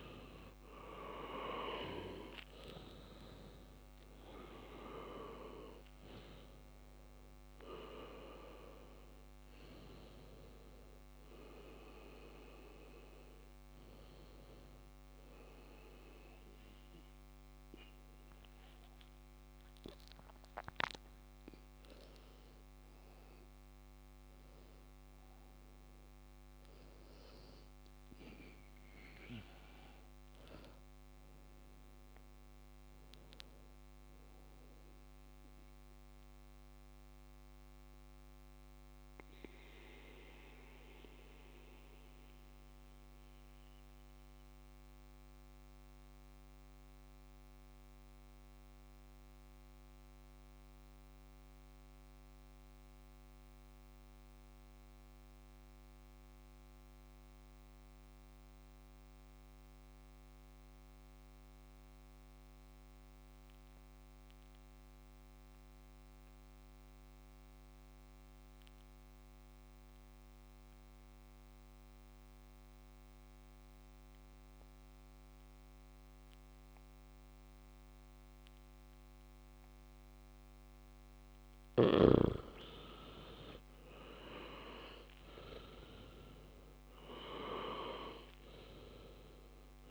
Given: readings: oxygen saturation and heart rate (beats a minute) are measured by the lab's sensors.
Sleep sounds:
breathing in sleep by a microphone on the trachea; 1
0.00-11.50 s: oxygen desaturation (device-marked, oxygen 94% lowest, heart rate 56 extreme)
18.50-22.50 s: arousal
23.50-53.50 s: new sleep stage, N2 (light sleep)
36.50-81.00 s: mixed apnea (oxygen 99% before, 94% lowest, heart rate 65 before, 54 extreme, up 9 after)
53.50-89.91 s: new sleep stage, REM sleep
66.50-89.91 s: oxygen desaturation (device-marked, oxygen 99% before, 94% lowest, heart rate 57 before, 54 extreme)
84.00-89.00 s: arousal
From the record:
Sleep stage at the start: N1 (lightest sleep); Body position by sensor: on the back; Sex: male

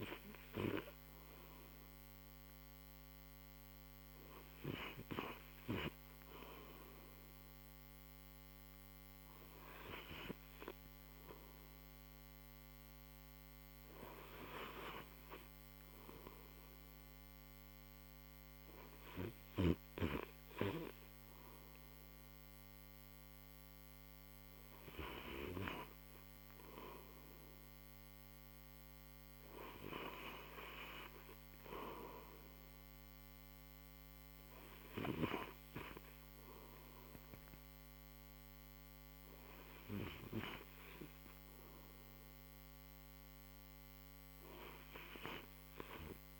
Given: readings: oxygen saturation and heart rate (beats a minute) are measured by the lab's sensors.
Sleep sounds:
breathing in sleep by a microphone on the trachea; 1
0.00-18.00 s: oxygen desaturation (device-marked, oxygen 97% before, 89% lowest)
11.50-24.00 s: hypopnea (oxygen 99% before, 89% lowest)
27.00-31.00 s: arousal
From the record:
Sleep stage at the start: REM sleep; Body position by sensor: on the right side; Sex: male

